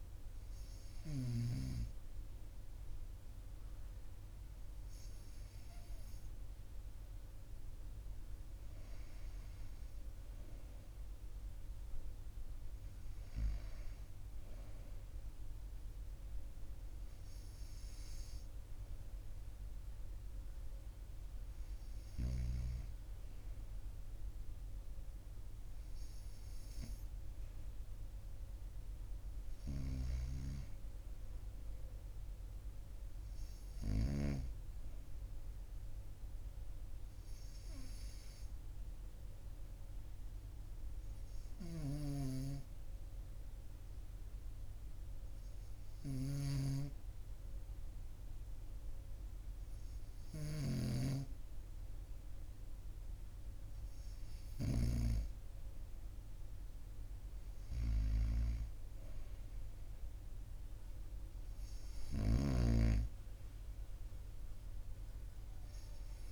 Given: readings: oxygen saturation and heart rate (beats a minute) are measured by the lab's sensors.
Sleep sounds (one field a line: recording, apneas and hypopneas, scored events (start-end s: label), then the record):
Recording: breathing in sleep by a room microphone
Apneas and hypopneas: none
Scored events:
none scored
From the record:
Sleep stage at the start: N2 (light sleep)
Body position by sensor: on the right side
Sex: male